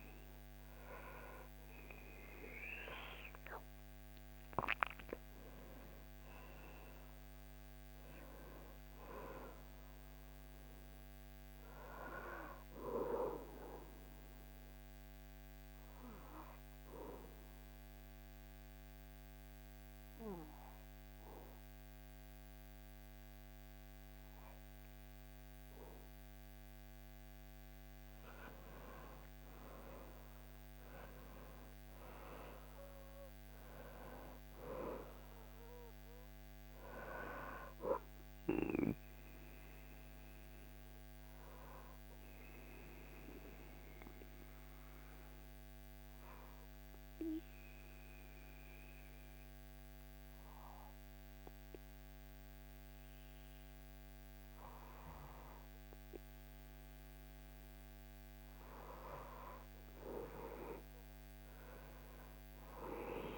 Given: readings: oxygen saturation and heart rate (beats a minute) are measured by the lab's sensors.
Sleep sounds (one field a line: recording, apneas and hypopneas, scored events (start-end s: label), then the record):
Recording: breathing in sleep by a microphone on the trachea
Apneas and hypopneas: 2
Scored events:
7.50-11.50 s: arousal
13.50-27.50 s: obstructive apnea (oxygen 98% before, 94% lowest, heart rate 76 before, 63 extreme, up 12 after)
29.50-34.00 s: arousal
42.00-56.50 s: obstructive apnea (oxygen 98% before, 94% lowest, heart rate 68 before, 61 extreme, up 6 after)
58.50-63.00 s: arousal
From the record:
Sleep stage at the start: N2 (light sleep)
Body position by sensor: on the back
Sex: male